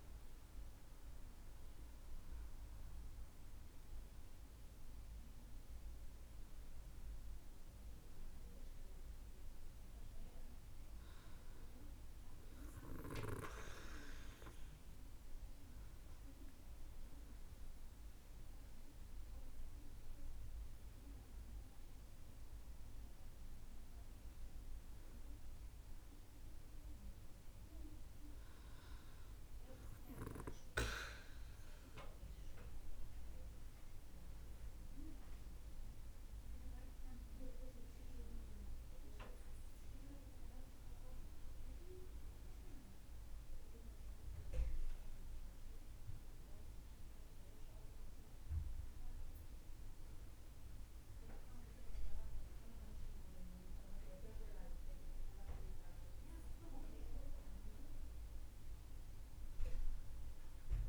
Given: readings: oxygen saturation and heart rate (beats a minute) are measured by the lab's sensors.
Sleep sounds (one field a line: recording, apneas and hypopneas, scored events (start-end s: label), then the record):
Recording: breathing in sleep by a room microphone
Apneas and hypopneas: none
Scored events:
none scored
From the record:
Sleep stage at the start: N2 (light sleep)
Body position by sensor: on the back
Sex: female